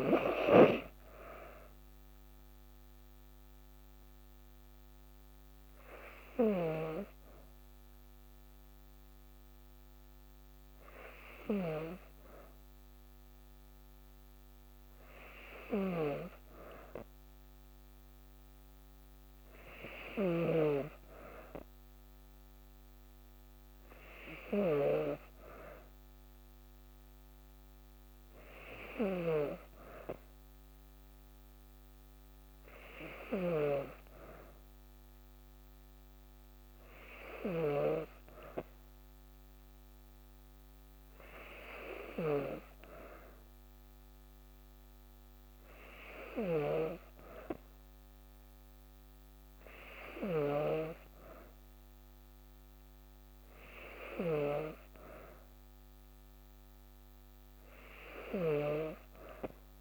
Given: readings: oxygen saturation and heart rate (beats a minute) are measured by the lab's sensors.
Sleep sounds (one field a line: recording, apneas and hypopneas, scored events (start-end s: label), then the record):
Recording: breathing in sleep by a microphone on the trachea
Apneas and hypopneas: none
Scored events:
0.00-6.50 s: snoring (device-marked)
From the record:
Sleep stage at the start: N2 (light sleep)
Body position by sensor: on the back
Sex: female